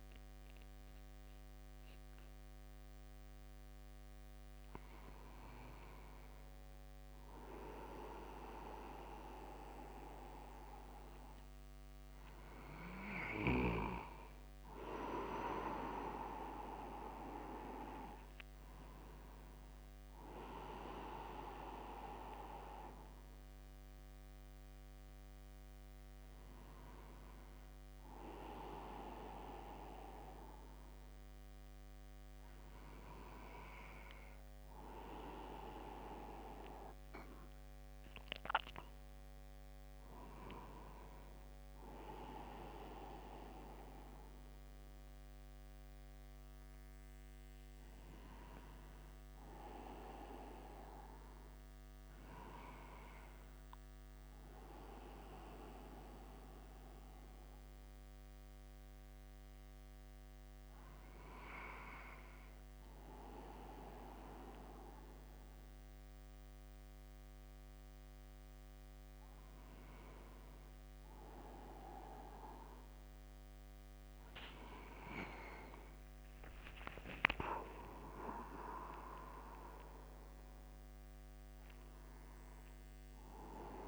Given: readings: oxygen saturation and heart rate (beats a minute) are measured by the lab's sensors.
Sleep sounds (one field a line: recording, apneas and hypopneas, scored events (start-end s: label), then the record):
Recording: a person awake in a sleep study, by a microphone on the trachea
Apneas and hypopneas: none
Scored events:
14.50-16.50 s: long interval between heartbeats (device-marked, heart rate 44 before, 29 extreme)
26.50-28.50 s: long interval between heartbeats (device-marked, heart rate 47 before, 61 extreme)
38.50-40.50 s: long interval between heartbeats (device-marked, heart rate 60 before, 62 extreme)
43.50-45.50 s: long interval between heartbeats (device-marked, heart rate 61 before, 68 extreme)
75.00-77.00 s: long interval between heartbeats (device-marked, heart rate 55 before, 65 extreme)
77.00-79.00 s: long interval between heartbeats (device-marked, heart rate 56 before, 96 extreme)
From the record:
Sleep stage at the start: awake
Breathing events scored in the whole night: 147 in 3.5 hours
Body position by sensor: upright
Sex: male